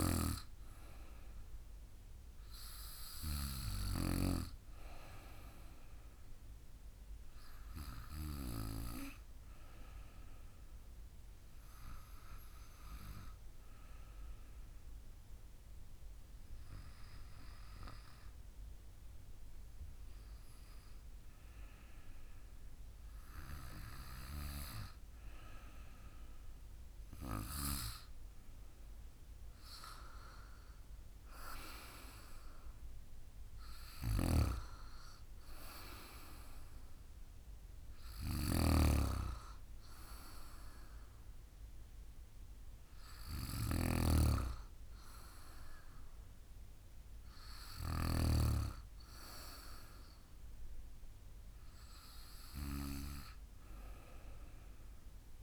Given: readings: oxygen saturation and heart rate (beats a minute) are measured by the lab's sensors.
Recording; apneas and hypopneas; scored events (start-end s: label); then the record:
breathing in sleep by a room microphone; 1
0.00-1.50 s: arousal
11.00-22.00 s: obstructive apnea (oxygen 97% before, 94% lowest, heart rate 53 before, 50 extreme, up 2 after)
28.00-31.50 s: arousal
33.50-38.50 s: snoring (device-marked)
From the record:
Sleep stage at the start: N2 (light sleep); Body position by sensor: on the back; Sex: female